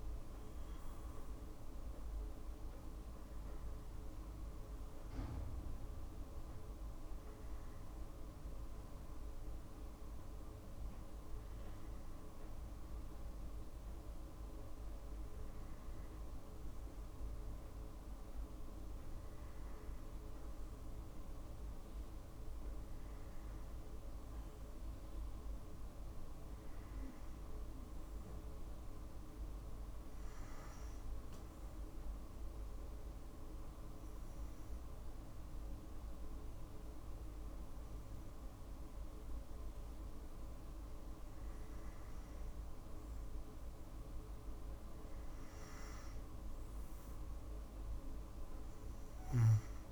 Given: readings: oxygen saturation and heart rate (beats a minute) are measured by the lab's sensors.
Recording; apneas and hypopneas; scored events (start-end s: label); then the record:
breathing in sleep, hard to hear, by a room microphone; 1
0.00-8.50 s: oxygen desaturation (device-marked, oxygen 92% lowest, heart rate 56 extreme)
30.50-40.50 s: hypopnea (oxygen 96% before, 91% lowest, heart rate 58 before, 57 extreme, up 0 after)
42.50-45.50 s: arousal
From the record:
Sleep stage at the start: N2 (light sleep); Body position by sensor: on the back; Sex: female